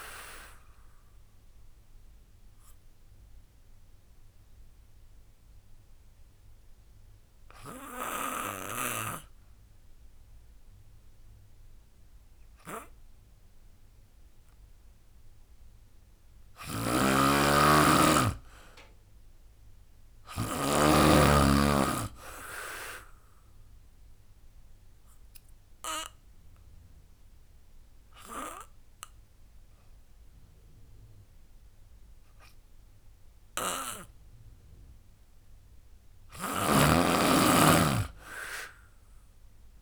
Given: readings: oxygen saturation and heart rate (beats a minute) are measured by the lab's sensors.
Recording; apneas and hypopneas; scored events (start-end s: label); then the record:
breathing in sleep by a room microphone; 2
0.00-6.00 s: drop in pulse transit time (device-marked, heart rate 75 extreme)
0.00-15.00 s: oxygen desaturation (device-marked, oxygen 90% lowest, heart rate 66 extreme)
1.00-17.50 s: obstructive apnea (oxygen 99% before, 90% lowest, heart rate 80 before, 66 extreme, up 16 after)
16.50-20.50 s: snoring (device-marked)
19.50-22.50 s: arousal
24.50-35.50 s: obstructive apnea (oxygen 99% before, 90% lowest, heart rate 75 before, 73 extreme, up 6 after)
26.00-37.00 s: oxygen desaturation (device-marked, oxygen 99% before, 92% lowest, heart rate 75 before, 73 extreme)
36.00-39.82 s: snoring (device-marked)
37.50-39.82 s: arousal
From the record:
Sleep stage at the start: N2 (light sleep); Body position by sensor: on the back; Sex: female